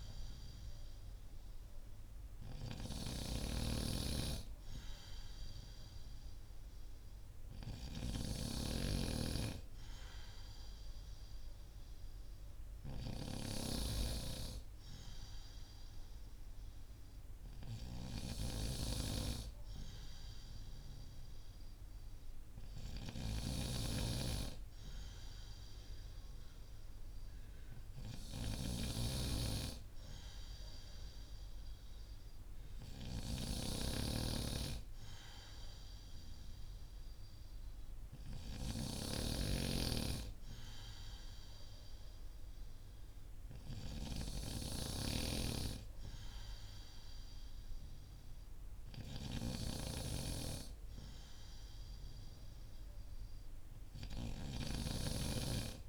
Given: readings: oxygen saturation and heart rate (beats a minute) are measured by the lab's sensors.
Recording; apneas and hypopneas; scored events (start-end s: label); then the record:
breathing in sleep by a room microphone; none
3.00-8.50 s: snoring (device-marked)
23.00-28.50 s: snoring (device-marked)
39.00-44.50 s: snoring (device-marked)
From the record:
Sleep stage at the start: N2 (light sleep); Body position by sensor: on the back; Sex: male